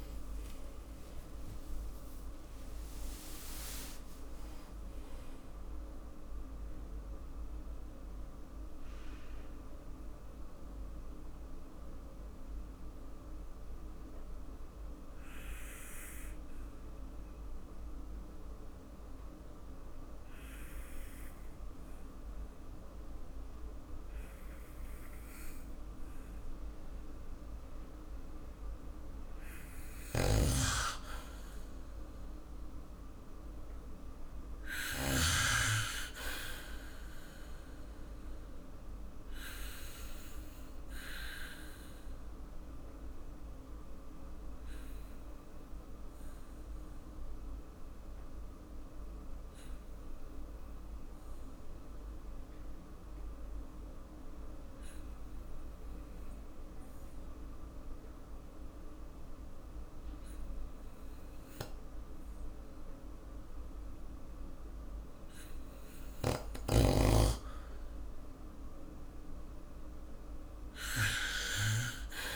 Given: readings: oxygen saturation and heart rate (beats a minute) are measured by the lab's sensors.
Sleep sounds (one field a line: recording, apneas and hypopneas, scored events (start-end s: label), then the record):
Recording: breathing in sleep by a room microphone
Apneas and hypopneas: 2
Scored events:
6.00-28.50 s: mixed apnea (oxygen 99% before, 95% lowest, heart rate 98 before, 46 extreme, up 0 after)
29.50-35.00 s: snoring (device-marked)
31.50-35.00 s: arousal
40.00-67.00 s: obstructive apnea (oxygen 99% before, 94% lowest, heart rate 55 before, 46 extreme, up 6 after)
59.50-72.36 s: oxygen desaturation (device-marked, oxygen 100% before, 95% lowest, heart rate 49 before, 46 extreme)
69.00-72.00 s: arousal
From the record:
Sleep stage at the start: N2 (light sleep)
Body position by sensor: on the back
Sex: male